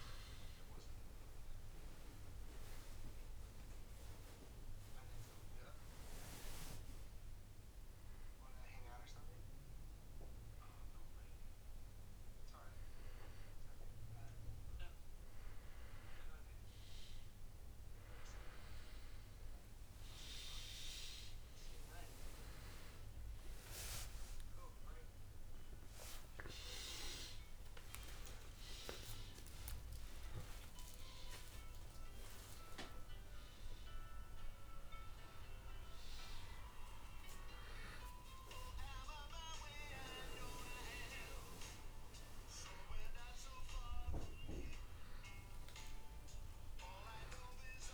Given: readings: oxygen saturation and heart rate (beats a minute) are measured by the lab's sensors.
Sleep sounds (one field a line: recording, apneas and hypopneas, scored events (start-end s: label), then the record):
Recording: breathing in sleep by a room microphone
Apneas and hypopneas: 1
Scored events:
5.00-16.00 s: hypopnea (oxygen 95% before, 90% lowest, heart rate 96 before, 81 extreme, up 9 after)
24.00-39.00 s: oxygen desaturation (device-marked, oxygen 96% before, 90% lowest, heart rate 88 before, 83 extreme)
24.50-30.00 s: arousal
From the record:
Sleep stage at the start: N2 (light sleep)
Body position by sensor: on the back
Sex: male